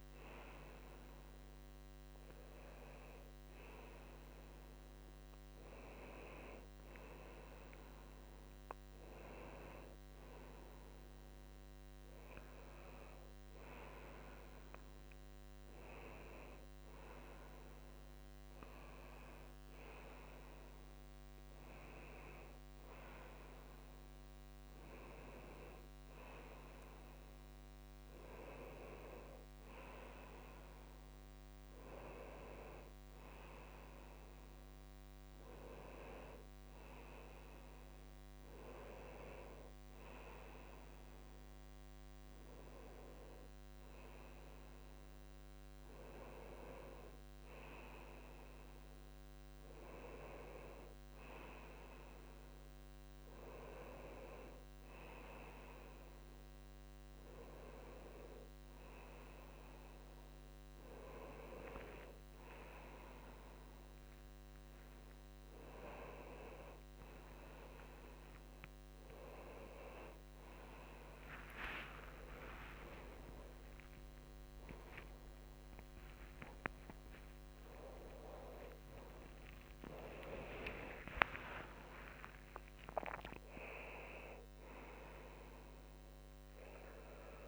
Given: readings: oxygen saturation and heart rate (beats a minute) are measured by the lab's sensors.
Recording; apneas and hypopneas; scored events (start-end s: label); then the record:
a person awake in a sleep study, by a microphone on the trachea; none
82.00-87.48 s: drop in pulse transit time (device-marked, heart rate 72 before, 67 extreme)
From the record:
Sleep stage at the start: awake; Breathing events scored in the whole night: 335 in 5.2 hours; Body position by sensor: on the right side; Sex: male